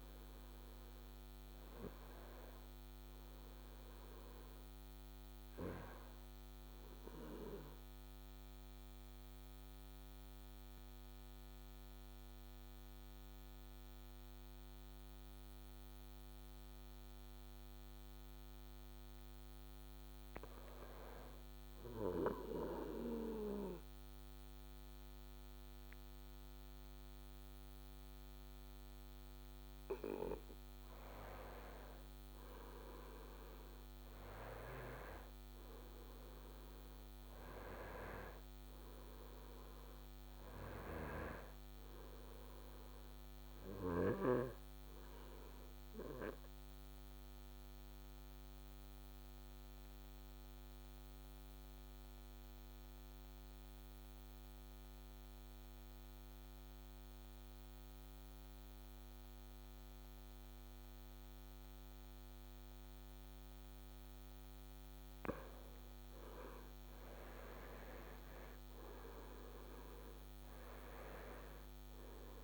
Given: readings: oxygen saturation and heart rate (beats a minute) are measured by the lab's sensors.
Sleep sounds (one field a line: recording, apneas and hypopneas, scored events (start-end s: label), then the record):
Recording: breathing in sleep by a microphone on the trachea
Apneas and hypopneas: 2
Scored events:
0.00-10.00 s: oxygen desaturation (device-marked, oxygen 92% lowest, heart rate 58 extreme)
7.00-19.50 s: obstructive apnea (oxygen 97% before, 91% lowest, heart rate 67 before, 58 extreme, up 1 after)
21.50-25.00 s: arousal
28.00-38.00 s: oxygen desaturation (device-marked, oxygen 97% before, 93% lowest, heart rate 65 before, 61 extreme)
46.00-64.50 s: obstructive apnea (oxygen 97% before, 90% lowest, heart rate 64 before, 59 extreme, up 9 after)
65.50-69.50 s: arousal
71.00-72.44 s: oxygen desaturation (device-marked, oxygen 97% before, 90% lowest, heart rate 61 before, 58 extreme)
From the record:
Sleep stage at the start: N2 (light sleep)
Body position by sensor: on the back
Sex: male